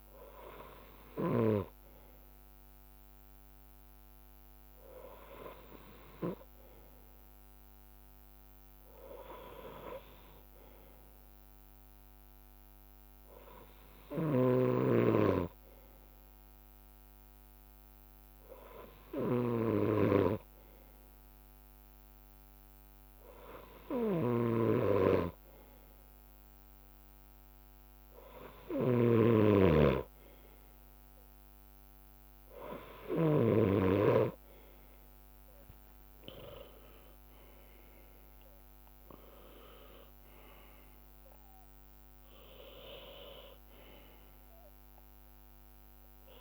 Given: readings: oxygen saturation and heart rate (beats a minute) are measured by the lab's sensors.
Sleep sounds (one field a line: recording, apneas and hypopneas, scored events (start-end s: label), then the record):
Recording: breathing in sleep by a microphone on the trachea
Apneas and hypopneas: none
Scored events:
0.00-19.00 s: bradycardia (device-marked, heart rate 52 extreme)
4.00-7.00 s: leg movement (device-marked)
8.00-13.00 s: leg movement (device-marked)
8.00-29.00 s: drop in pulse transit time (device-marked, heart rate 57 before, 52 extreme)
17.50-26.00 s: leg movement (device-marked)
22.50-24.50 s: long interval between heartbeats (device-marked, heart rate 54 before, 62 extreme)
26.00-32.00 s: bradycardia (device-marked, heart rate 58 before, 55 extreme)
35.00-42.50 s: leg movement (device-marked)
35.50-37.50 s: long interval between heartbeats (device-marked, heart rate 58 before, 66 extreme)
35.50-39.50 s: arousal
43.00-46.41 s: bradycardia (device-marked, heart rate 59 before, 53 extreme)
From the record:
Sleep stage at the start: N2 (light sleep)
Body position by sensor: on the back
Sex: male